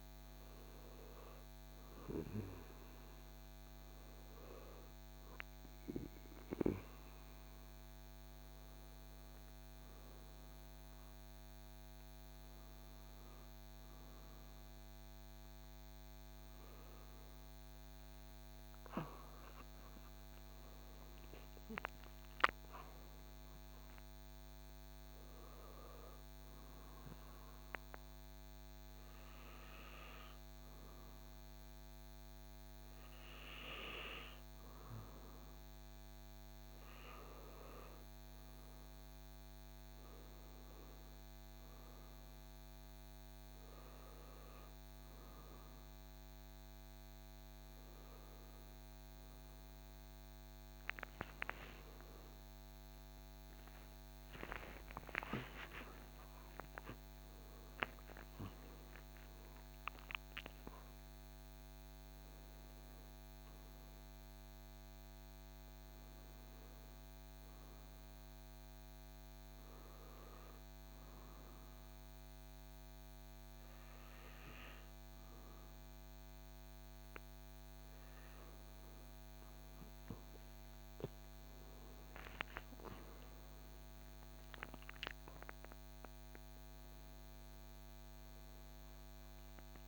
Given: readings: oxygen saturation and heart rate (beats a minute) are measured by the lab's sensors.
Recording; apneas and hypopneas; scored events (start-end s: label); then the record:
breathing in sleep by a microphone on the trachea; none
51.00-58.50 s: arousal
82.00-86.50 s: arousal
From the record:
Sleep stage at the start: N1 (lightest sleep); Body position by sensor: on the back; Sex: male